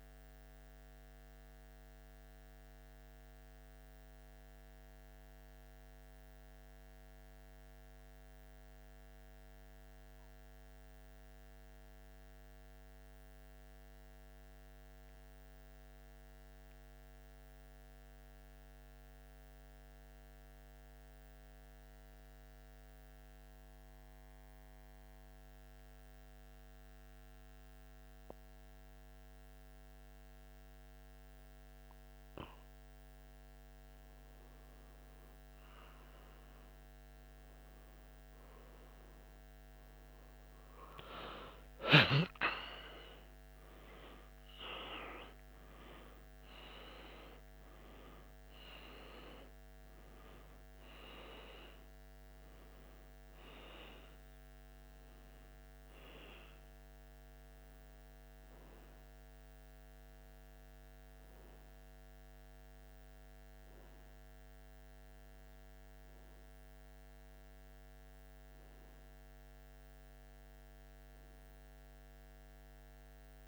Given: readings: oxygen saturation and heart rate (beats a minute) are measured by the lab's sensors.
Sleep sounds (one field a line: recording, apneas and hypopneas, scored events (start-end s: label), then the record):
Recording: breathing in sleep by a microphone on the trachea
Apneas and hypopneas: 1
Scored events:
1.00-31.00 s: central apnea (oxygen 97% before, 88% lowest, heart rate 80 before, 76 extreme, up 0 after)
10.50-39.50 s: oxygen desaturation (device-marked, oxygen 96% before, 88% lowest, heart rate 80 before, 76 extreme)
33.50-37.50 s: arousal
34.50-73.48 s: new sleep stage, N1 (lightest sleep)
From the record:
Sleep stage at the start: N2 (light sleep)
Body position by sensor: on the back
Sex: male